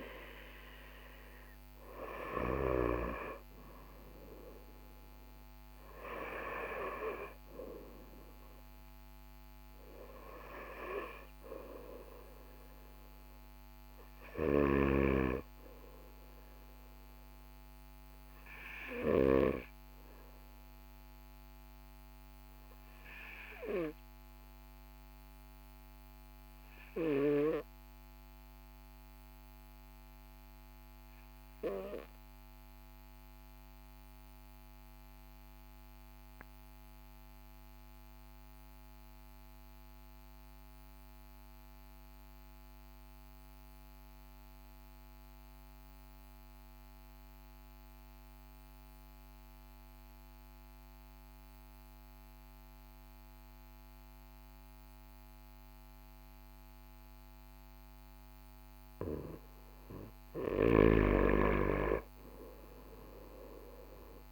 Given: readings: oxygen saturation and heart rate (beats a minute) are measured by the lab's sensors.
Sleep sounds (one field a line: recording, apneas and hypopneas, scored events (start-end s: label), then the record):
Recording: breathing in sleep by a microphone on the trachea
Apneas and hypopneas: 1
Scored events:
27.50-59.00 s: obstructive apnea (oxygen 99% before, 94% lowest, heart rate 44 before, 42 extreme, up 3 after)
51.50-64.32 s: oxygen desaturation (device-marked, oxygen 98% before, 95% lowest, heart rate 43 before, 43 extreme)
60.00-64.32 s: snoring (device-marked)
61.00-64.32 s: arousal
From the record:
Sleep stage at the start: N2 (light sleep)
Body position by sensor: on the right side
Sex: male